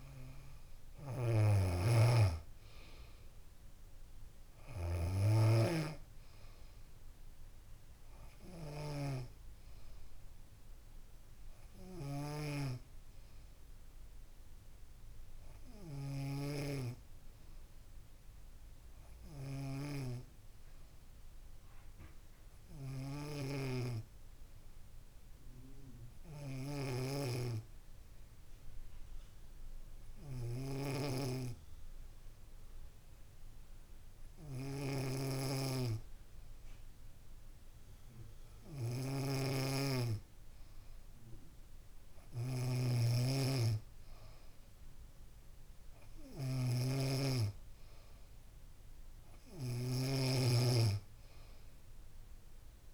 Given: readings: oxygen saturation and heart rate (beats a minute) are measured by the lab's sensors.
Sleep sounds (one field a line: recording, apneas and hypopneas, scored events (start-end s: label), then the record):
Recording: breathing in sleep by a room microphone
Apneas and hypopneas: 1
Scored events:
16.00-18.00 s: long interval between heartbeats (device-marked, heart rate 68 before, 73 extreme)
21.00-36.50 s: hypopnea (oxygen 97% before, 93% lowest, heart rate 69 before, 64 extreme, up 2 after)
38.00-41.50 s: arousal
44.00-52.94 s: oxygen desaturation (device-marked, oxygen 96% before, 93% lowest, heart rate 65 before, 67 extreme)
From the record:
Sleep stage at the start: N2 (light sleep)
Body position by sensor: on the back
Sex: female